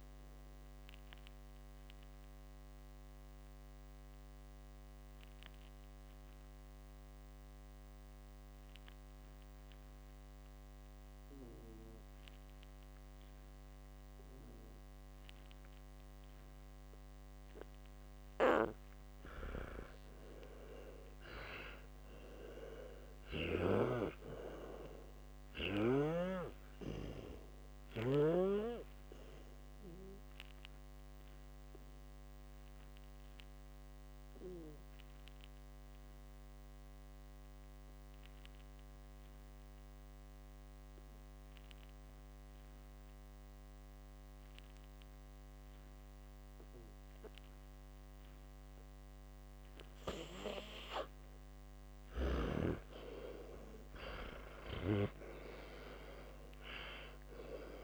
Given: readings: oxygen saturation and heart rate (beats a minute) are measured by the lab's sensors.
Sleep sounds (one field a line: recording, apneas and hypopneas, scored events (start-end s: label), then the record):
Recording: breathing in sleep by a microphone on the trachea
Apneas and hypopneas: 2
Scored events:
1.50-13.50 s: obstructive apnea (oxygen 95% before, 91% lowest, heart rate 76 before, 56 extreme, up 15 after)
18.50-22.00 s: arousal
33.00-47.50 s: obstructive apnea (oxygen 96% before, 90% lowest, heart rate 65 before, 55 extreme, up 14 after)
46.00-53.00 s: oxygen desaturation (device-marked, oxygen 95% before, 92% lowest, heart rate 59 before, 55 extreme)
53.00-57.00 s: arousal
From the record:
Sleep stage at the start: N2 (light sleep)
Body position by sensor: on the back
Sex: male